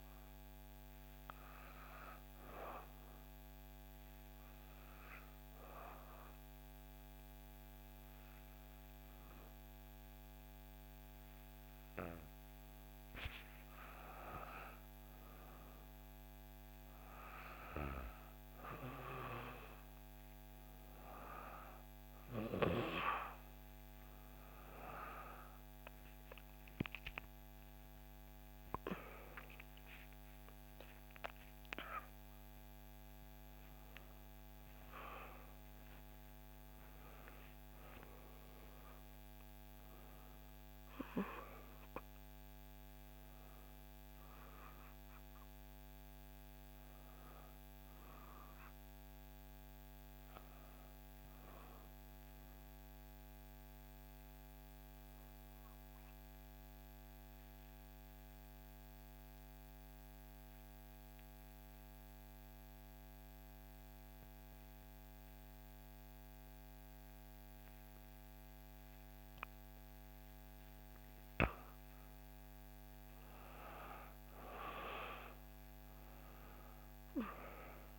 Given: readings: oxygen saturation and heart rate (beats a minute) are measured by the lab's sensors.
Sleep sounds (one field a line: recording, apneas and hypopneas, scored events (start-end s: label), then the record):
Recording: breathing in sleep by a microphone on the trachea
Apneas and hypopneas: 2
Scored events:
4.50-14.50 s: obstructive apnea (oxygen 95% before, 92% lowest, heart rate 61 before, 58 extreme, up 4 after)
16.50-21.00 s: arousal
36.50-38.50 s: long interval between heartbeats (device-marked, heart rate 62 before, 74 extreme)
36.50-42.00 s: arousal
56.00-71.00 s: obstructive apnea (oxygen 97% before, 89% lowest, heart rate 66 before, 58 extreme, up 5 after)
69.00-77.99 s: oxygen desaturation (device-marked, oxygen 97% before, 89% lowest, heart rate 59 before, 62 extreme)
73.00-76.50 s: arousal
From the record:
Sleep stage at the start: N2 (light sleep)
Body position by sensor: on the back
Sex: female